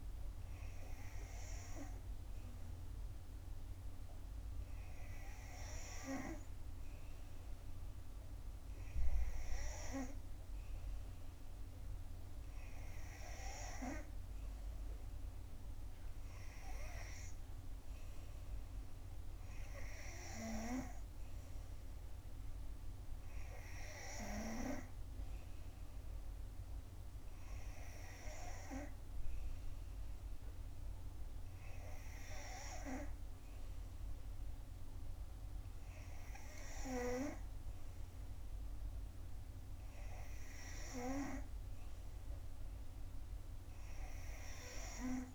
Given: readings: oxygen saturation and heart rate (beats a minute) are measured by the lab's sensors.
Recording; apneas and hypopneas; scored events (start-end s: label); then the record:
breathing in sleep by a room microphone; none
none scored
From the record:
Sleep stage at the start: N3 (deep sleep); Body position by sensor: on the back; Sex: female